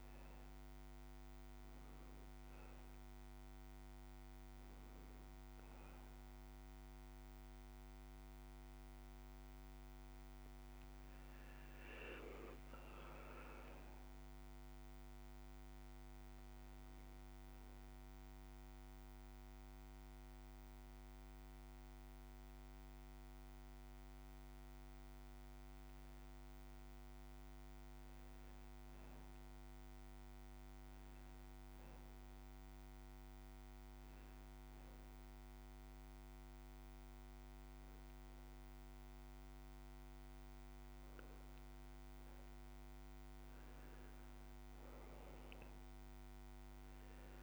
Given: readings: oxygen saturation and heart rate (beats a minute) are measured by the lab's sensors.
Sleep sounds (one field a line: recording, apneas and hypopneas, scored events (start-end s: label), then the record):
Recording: breathing in sleep, hard to hear, by a microphone on the trachea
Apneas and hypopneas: 1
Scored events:
18.00-21.50 s: arousal
30.50-42.00 s: hypopnea (oxygen 96% before, 90% lowest, heart rate 67 before, 65 extreme, up 10 after)
38.00-47.43 s: oxygen desaturation (device-marked, oxygen 97% before, 91% lowest, heart rate 64 before, 65 extreme)
From the record:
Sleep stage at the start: N1 (lightest sleep)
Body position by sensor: on the back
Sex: male